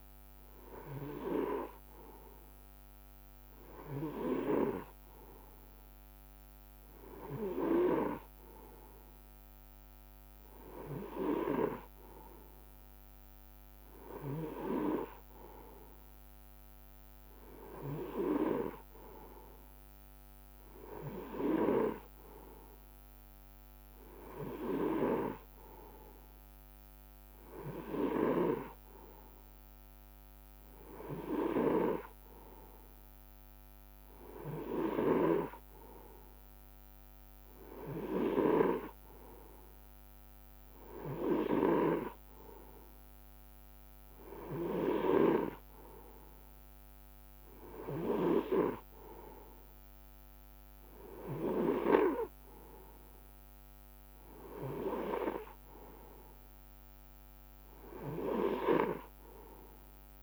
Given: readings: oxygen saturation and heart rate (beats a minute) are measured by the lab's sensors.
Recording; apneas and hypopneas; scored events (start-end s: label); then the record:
breathing in sleep by a microphone on the trachea; none
none scored
From the record:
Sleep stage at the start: N3 (deep sleep); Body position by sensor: on the right side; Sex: male